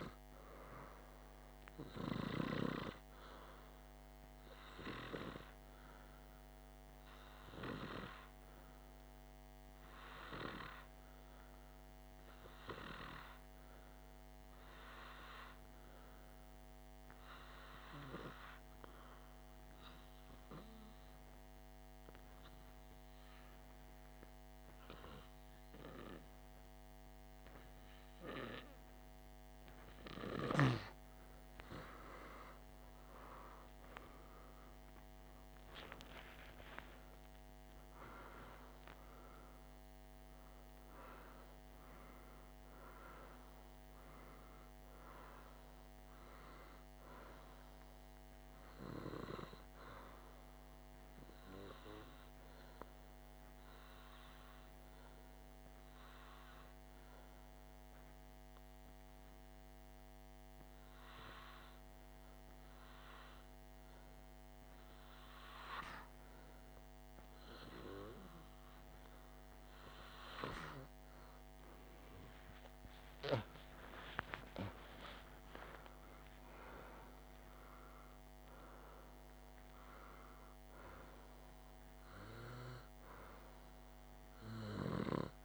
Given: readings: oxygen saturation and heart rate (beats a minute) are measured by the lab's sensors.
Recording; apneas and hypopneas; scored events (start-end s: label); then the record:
breathing in sleep by a microphone on the trachea; 2
5.50-30.00 s: obstructive apnea (oxygen 98% before, 93% lowest, heart rate 56 before, 51 extreme, up 2 after)
29.00-57.00 s: oxygen desaturation (device-marked, oxygen 98% before, 93% lowest, heart rate 51 before, 52 extreme)
35.50-40.00 s: arousal
52.00-68.00 s: obstructive apnea (oxygen 97% before, 93% lowest, heart rate 54 before, 52 extreme, up 27 after)
71.00-76.00 s: arousal
From the record:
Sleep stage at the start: N2 (light sleep); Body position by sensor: on the back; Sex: male